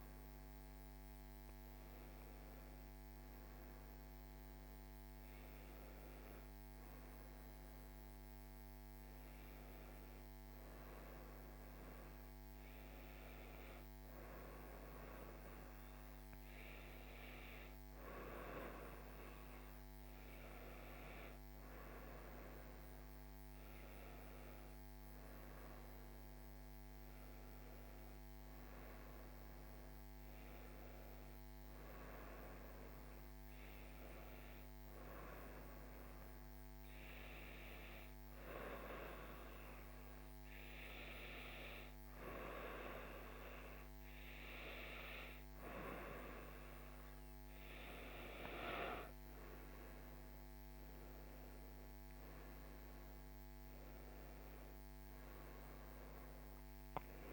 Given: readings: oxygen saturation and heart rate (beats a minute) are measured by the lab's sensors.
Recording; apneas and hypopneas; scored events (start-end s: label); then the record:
breathing in sleep by a microphone on the trachea; 1
28.50-33.50 s: arousal
36.00-47.00 s: hypopnea (oxygen 98% before, 94% lowest, heart rate 74 before, 72 extreme, up 4 after)
From the record:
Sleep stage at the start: REM sleep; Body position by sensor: on the right side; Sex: female